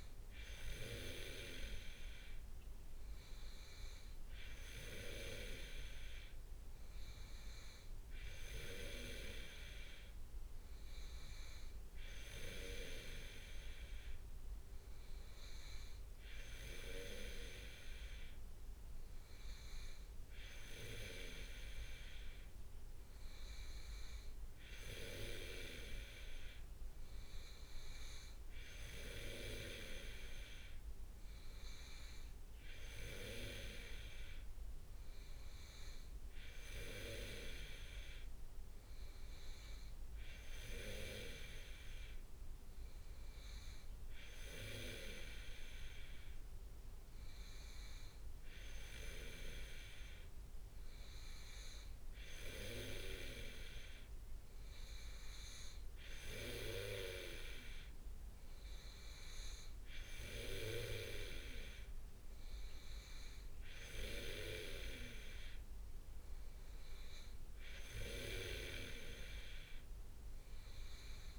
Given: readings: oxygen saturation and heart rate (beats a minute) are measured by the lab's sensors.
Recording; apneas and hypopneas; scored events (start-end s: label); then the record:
breathing in sleep by a room microphone; none
none scored
From the record:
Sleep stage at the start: N2 (light sleep); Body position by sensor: on the back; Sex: male